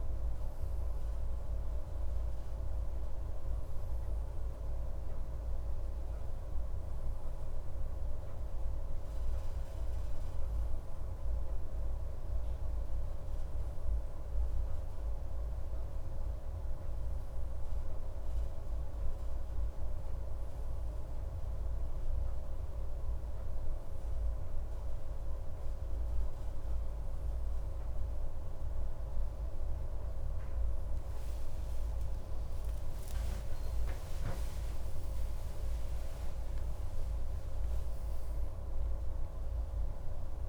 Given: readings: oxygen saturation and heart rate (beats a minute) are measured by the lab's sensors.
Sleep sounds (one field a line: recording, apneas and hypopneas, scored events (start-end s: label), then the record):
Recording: a person partly awake in a sleep study, hard to hear, by a room microphone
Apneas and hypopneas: none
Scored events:
30.00-40.49 s: new sleep stage, awake
From the record:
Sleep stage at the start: N1 (lightest sleep)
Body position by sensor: on the left side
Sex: male